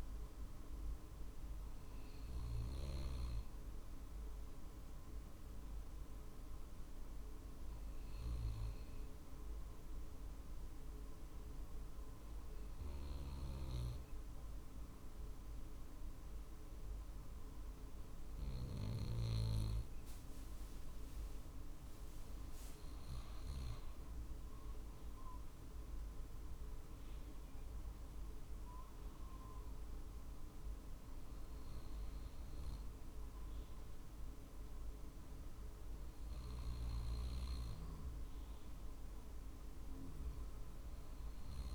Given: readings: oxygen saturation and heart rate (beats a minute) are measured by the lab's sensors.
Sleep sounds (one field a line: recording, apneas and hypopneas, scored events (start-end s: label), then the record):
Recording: breathing in sleep, hard to hear, by a room microphone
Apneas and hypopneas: 1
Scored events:
0.00-2.00 s: arousal
9.00-21.50 s: obstructive apnea (oxygen 96% before, 93% lowest, heart rate 50 before, 49 extreme, up 4 after)
23.50-27.00 s: arousal
27.50-40.50 s: drop in pulse transit time (device-marked, heart rate 50 before, 51 extreme)
From the record:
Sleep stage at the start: N2 (light sleep)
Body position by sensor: on the right side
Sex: male